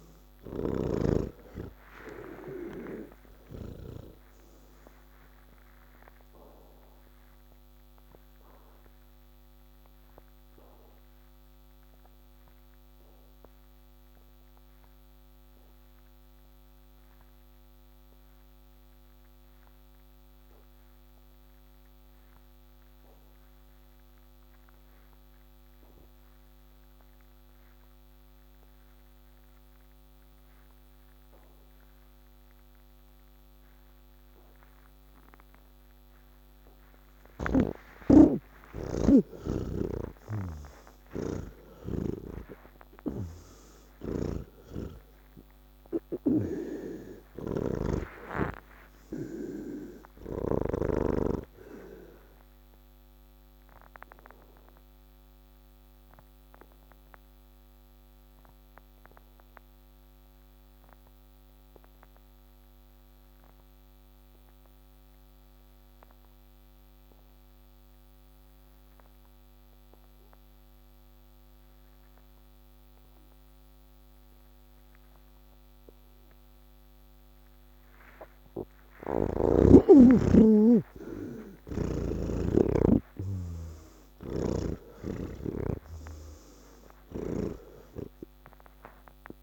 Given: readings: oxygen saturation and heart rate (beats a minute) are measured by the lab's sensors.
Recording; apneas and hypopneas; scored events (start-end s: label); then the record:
breathing in sleep by a microphone on the trachea; 2
0.00-1.50 s: snoring (device-marked)
0.00-23.00 s: oxygen desaturation (device-marked, oxygen 81% lowest, heart rate 43 extreme)
6.50-35.50 s: obstructive apnea (oxygen 99% before, 78% lowest, heart rate 143 before, 35 extreme, up 46 after)
25.00-70.00 s: oxygen desaturation (device-marked, oxygen 99% before, 78% lowest, heart rate 114 before, 35 extreme)
40.00-51.00 s: snoring (device-marked)
52.50-78.00 s: obstructive apnea (oxygen 99% before, 78% lowest, heart rate 75 before, 80 extreme, up 58 after)
75.00-89.43 s: oxygen desaturation (device-marked, oxygen 98% before, 81% lowest, heart rate 101 before, 76 extreme)
81.50-88.00 s: snoring (device-marked)
From the record:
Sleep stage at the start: N2 (light sleep); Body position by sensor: on the back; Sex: male